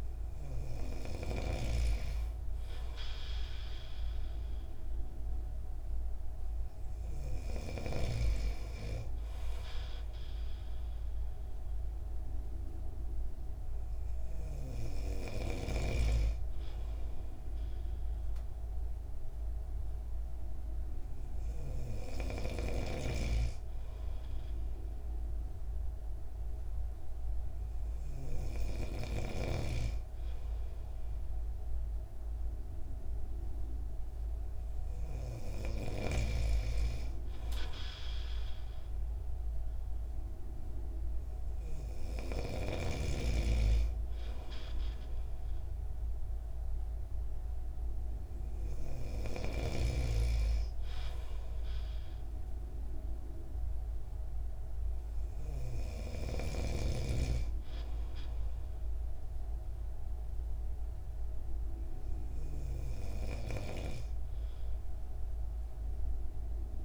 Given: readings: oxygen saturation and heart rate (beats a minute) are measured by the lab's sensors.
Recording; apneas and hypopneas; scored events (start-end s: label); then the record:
breathing in sleep by a room microphone; none
6.00-66.85 s: new sleep stage, N3 (deep sleep)
63.50-66.85 s: snoring (device-marked)
From the record:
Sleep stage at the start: N2 (light sleep); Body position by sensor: on the right side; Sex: male